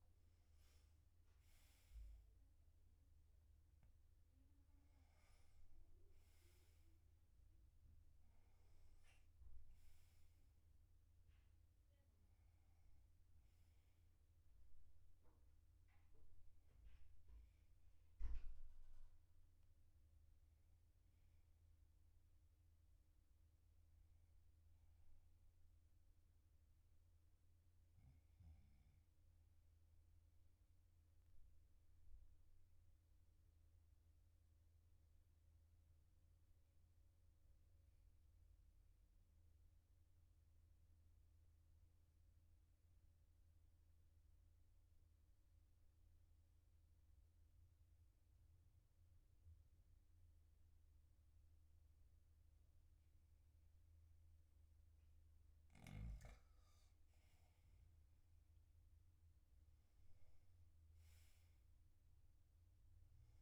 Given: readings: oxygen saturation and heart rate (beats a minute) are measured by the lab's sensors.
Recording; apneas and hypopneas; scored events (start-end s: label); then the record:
breathing in sleep, hard to hear, by a room microphone; 1
0.00-3.00 s: arousal
24.50-27.50 s: arousal
27.00-47.00 s: oxygen desaturation (device-marked, oxygen 98% before, 93% lowest, heart rate 48 before, 42 extreme)
31.50-55.50 s: obstructive apnea (oxygen 99% before, 93% lowest, heart rate 46 before, 42 extreme, up 1 after)
57.50-62.00 s: arousal
From the record:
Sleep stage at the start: N2 (light sleep); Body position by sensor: on the back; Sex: male